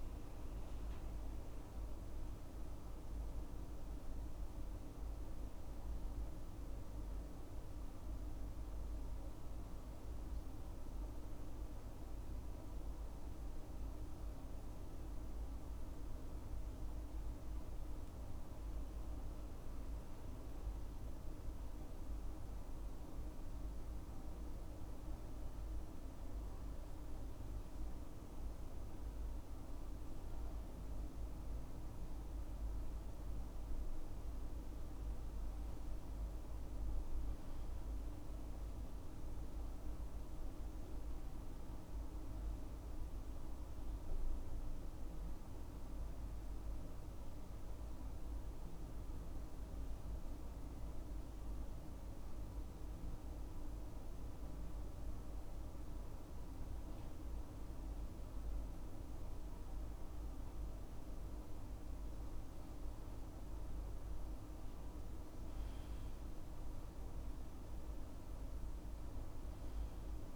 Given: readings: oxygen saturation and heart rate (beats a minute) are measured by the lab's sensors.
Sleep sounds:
breathing in sleep, hard to hear, by a room microphone; 2
0.00-1.50 s: arousal
4.00-25.00 s: oxygen desaturation (device-marked, oxygen 97% before, 93% lowest, heart rate 69 before, 63 extreme)
17.50-30.00 s: obstructive apnea (oxygen 97% before, 93% lowest, heart rate 69 before, 64 extreme, up 7 after)
32.50-36.00 s: arousal
44.00-60.00 s: obstructive apnea (oxygen 97% before, 93% lowest, heart rate 69 before, 62 extreme, up 7 after)
64.50-68.00 s: arousal
67.00-70.36 s: oxygen desaturation (device-marked, oxygen 97% before, 93% lowest, heart rate 67 before, 62 extreme)
From the record:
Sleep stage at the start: N2 (light sleep); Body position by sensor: on the left side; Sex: male

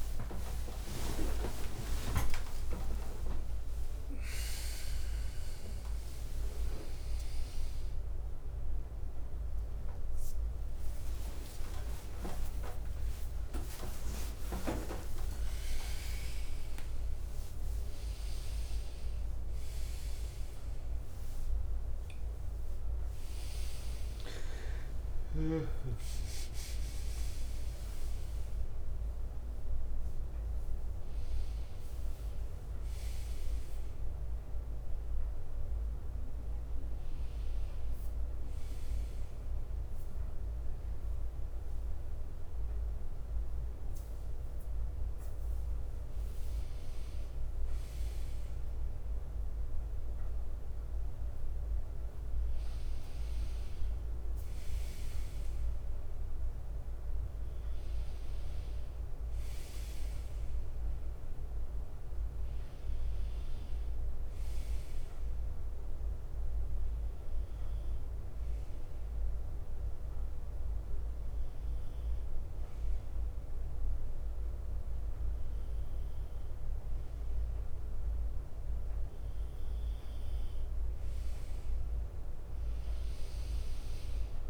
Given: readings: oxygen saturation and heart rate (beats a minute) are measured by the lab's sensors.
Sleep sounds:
a person partly awake in a sleep study, by a room microphone; 1
0.00-3.00 s: tachycardia (device-marked, heart rate 120 extreme)
0.00-3.50 s: leg movement (device-marked)
0.00-7.00 s: oxygen desaturation (device-marked, oxygen 93% lowest, heart rate 71 extreme)
0.00-14.00 s: drop in pulse transit time (device-marked, heart rate 60 before, 71 extreme)
0.50-2.50 s: long interval between heartbeats (device-marked, heart rate 60 before, 101 extreme)
2.50-4.50 s: long interval between heartbeats (device-marked, heart rate 65 before, 120 extreme)
5.50-7.00 s: leg movement (device-marked)
9.00-17.00 s: tachycardia (device-marked, heart rate 66 before, 147 extreme)
9.00-20.00 s: oxygen desaturation (device-marked, oxygen 95% before, 90% lowest, heart rate 83 before, 61 extreme)
10.50-18.00 s: leg movement (device-marked)
11.00-13.00 s: long interval between heartbeats (device-marked, heart rate 84 before, 91 extreme)
13.50-15.50 s: long interval between heartbeats (device-marked, heart rate 89 before, 115 extreme)
20.50-27.50 s: leg movement (device-marked)
26.00-39.00 s: drop in pulse transit time (device-marked, heart rate 100 before, 68 extreme)
29.50-33.00 s: leg movement (device-marked)
38.00-39.50 s: leg movement (device-marked)
40.50-47.50 s: leg movement (device-marked)
41.00-53.00 s: bradycardia (device-marked, heart rate 67 before, 58 extreme)
42.00-84.49 s: new sleep stage, N2 (light sleep)
52.00-54.00 s: leg movement (device-marked)
60.00-73.00 s: oxygen desaturation (device-marked, oxygen 99% before, 95% lowest, heart rate 60 before, 59 extreme)
65.00-68.00 s: bradycardia (device-marked, heart rate 67 before, 60 extreme)
65.50-78.00 s: hypopnea (oxygen 99% before, 91% lowest, heart rate 59 before, 59 extreme, up 4 after)
66.00-67.00 s: leg movement (device-marked)
74.00-76.00 s: bradycardia (device-marked, heart rate 67 before, 60 extreme)
83.00-84.49 s: arousal
From the record:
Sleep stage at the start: awake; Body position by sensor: on the right side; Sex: male

